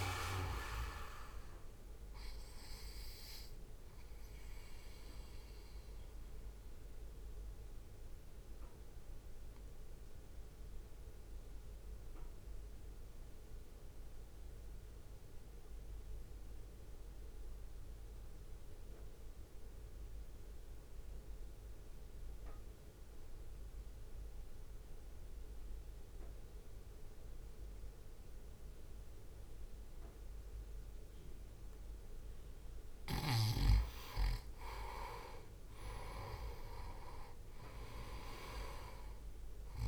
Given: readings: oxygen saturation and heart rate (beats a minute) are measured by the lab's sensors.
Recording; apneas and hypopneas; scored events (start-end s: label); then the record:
breathing in sleep by a room microphone; 1
0.00-7.00 s: drop in pulse transit time (device-marked, heart rate 49 extreme)
0.00-23.00 s: oxygen desaturation (device-marked, oxygen 90% lowest, heart rate 48 extreme)
3.00-32.00 s: mixed apnea (oxygen 99% before, 90% lowest, heart rate 59 before, 48 extreme, up 2 after)
37.00-39.88 s: drop in pulse transit time (device-marked, heart rate 59 before, 48 extreme)
38.00-39.88 s: arousal
38.00-39.88 s: oxygen desaturation (device-marked, oxygen 98% before, 92% lowest, heart rate 59 before, 48 extreme)
From the record:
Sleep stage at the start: N2 (light sleep); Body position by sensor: on the right side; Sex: male